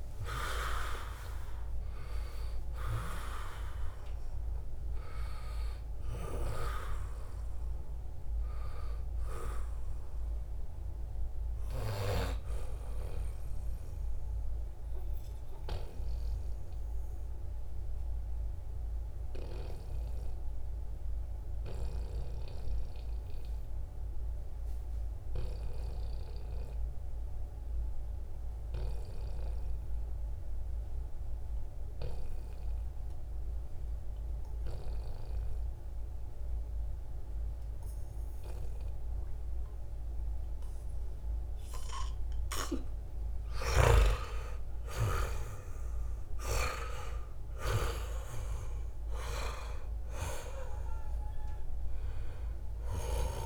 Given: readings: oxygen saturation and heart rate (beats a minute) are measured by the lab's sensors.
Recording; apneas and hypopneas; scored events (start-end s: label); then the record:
breathing in sleep by a room microphone; 1
0.00-2.00 s: long interval between heartbeats (device-marked, heart rate 73 before, 86 extreme)
0.00-21.00 s: oxygen desaturation (device-marked, oxygen 86% lowest, heart rate 69 extreme)
13.50-42.00 s: obstructive apnea (oxygen 96% before, 86% lowest, heart rate 85 before, 69 extreme, up 3 after)
41.00-53.46 s: oxygen desaturation (device-marked, oxygen 97% before, 88% lowest, heart rate 73 before, 70 extreme)
43.50-47.50 s: arousal
From the record:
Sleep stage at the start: N2 (light sleep); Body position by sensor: on the back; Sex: male